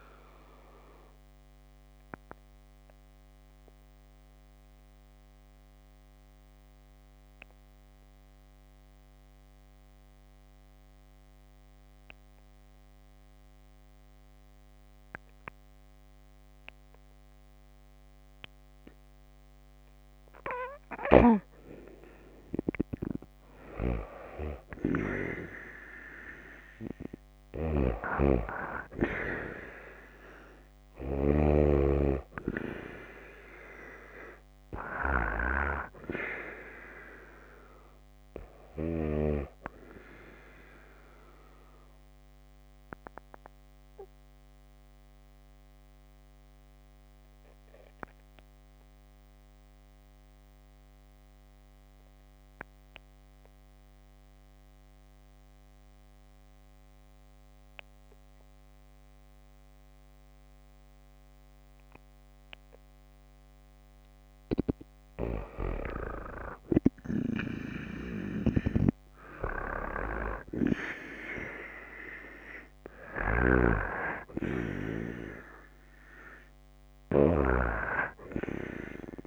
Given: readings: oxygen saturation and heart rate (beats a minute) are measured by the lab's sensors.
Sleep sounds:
breathing in sleep by a microphone on the trachea; 2
1.00-20.50 s: obstructive apnea (oxygen 95% before, 91% lowest)
22.00-25.00 s: arousal
27.50-31.50 s: snoring (device-marked)
30.50-40.50 s: oxygen desaturation (device-marked, oxygen 94% before, 91% lowest)
42.00-64.50 s: obstructive apnea (oxygen 94% before, 90% lowest)
67.00-70.50 s: arousal
68.50-74.50 s: oxygen desaturation (device-marked, oxygen 96% before, 93% lowest)
68.50-77.50 s: snoring (device-marked)
From the record:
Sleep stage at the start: N2 (light sleep); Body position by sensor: on the back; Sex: female

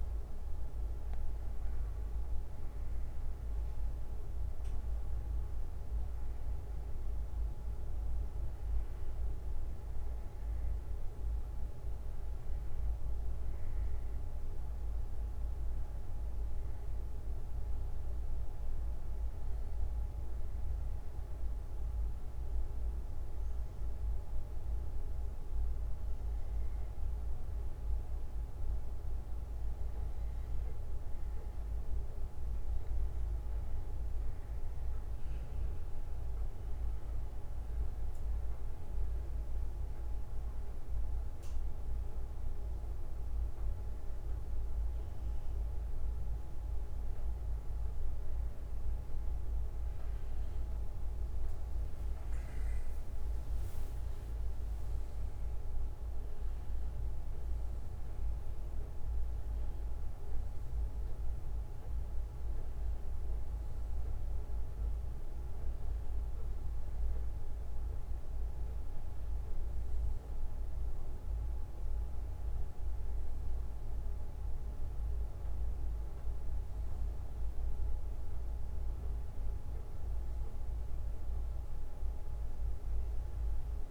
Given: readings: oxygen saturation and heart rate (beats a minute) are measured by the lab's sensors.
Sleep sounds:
breathing in sleep, hard to hear, by a room microphone; 1
17.00-23.00 s: bradycardia (device-marked, heart rate 64 before, 58 extreme)
17.50-28.00 s: obstructive apnea (oxygen 94% before, 93% lowest, heart rate 65 before, 57 extreme, up 7 after)
31.50-35.00 s: arousal
76.00-82.00 s: bradycardia (device-marked, heart rate 64 before, 55 extreme)
From the record:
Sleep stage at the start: N1 (lightest sleep); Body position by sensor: on the back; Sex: male

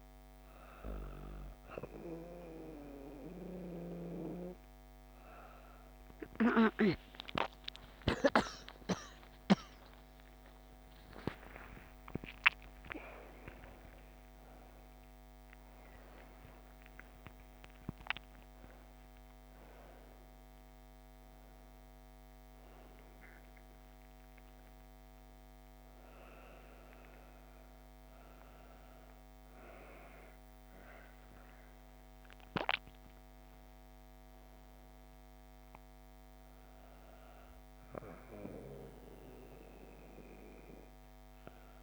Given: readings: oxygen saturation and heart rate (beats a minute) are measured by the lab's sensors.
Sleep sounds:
a person awake in a sleep study, by a microphone on the trachea; none
27.00-41.82 s: new sleep stage, N2 (light sleep)
From the record:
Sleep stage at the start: awake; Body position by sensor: on the back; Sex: female

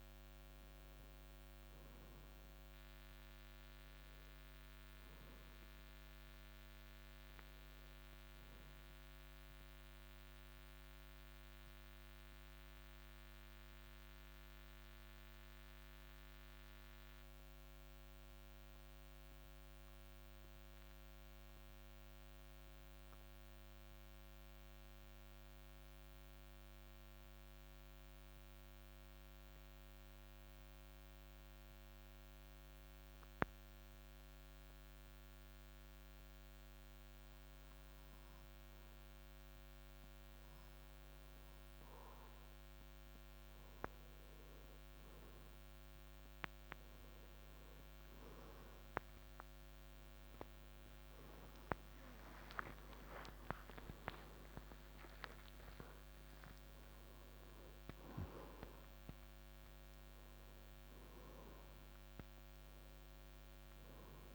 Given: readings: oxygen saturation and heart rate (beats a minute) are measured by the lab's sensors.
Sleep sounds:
breathing in sleep by a microphone on the trachea; 1
2.50-26.50 s: oxygen desaturation (device-marked, oxygen 92% before, 88% lowest, heart rate 61 before, 53 extreme)
11.00-39.50 s: mixed apnea (oxygen 93% before, 88% lowest, heart rate 58 before, 53 extreme, up 4 after)
43.00-48.00 s: arousal
47.50-60.50 s: oxygen desaturation (device-marked, oxygen 96% before, 92% lowest, heart rate 54 before, 54 extreme)
From the record:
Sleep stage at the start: N1 (lightest sleep); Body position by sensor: on the right side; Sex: male

